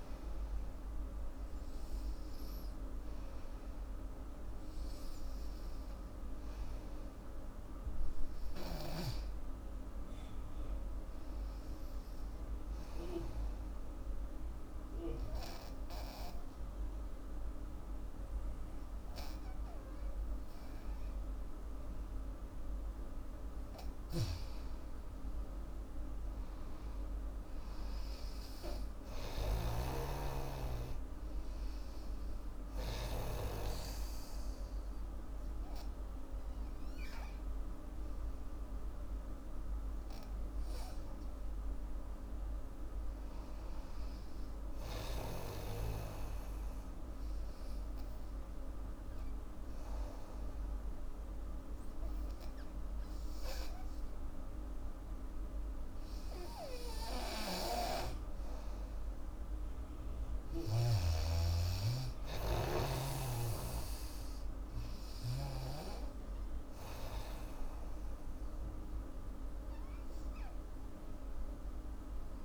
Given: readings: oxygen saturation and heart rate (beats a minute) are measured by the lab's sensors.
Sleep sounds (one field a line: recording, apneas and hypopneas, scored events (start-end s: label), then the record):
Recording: breathing in sleep by a room microphone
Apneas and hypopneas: 2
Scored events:
0.00-7.00 s: oxygen desaturation (device-marked, oxygen 91% lowest, heart rate 81 extreme)
9.00-11.50 s: arousal
13.50-24.00 s: obstructive apnea (oxygen 99% before, 88% lowest, heart rate 83 before, 76 extreme, up 7 after)
24.00-30.00 s: snoring (device-marked)
25.50-28.50 s: arousal
28.00-42.00 s: oxygen desaturation (device-marked, oxygen 97% before, 88% lowest, heart rate 83 before, 76 extreme)
46.50-58.50 s: obstructive apnea (oxygen 98% before, 92% lowest, heart rate 81 before, 76 extreme, up 12 after)
57.50-61.00 s: snoring (device-marked)
60.50-64.00 s: arousal
66.00-72.45 s: oxygen desaturation (device-marked, oxygen 96% before, 92% lowest, heart rate 80 before, 77 extreme)
From the record:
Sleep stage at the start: N2 (light sleep)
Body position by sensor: on the back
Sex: female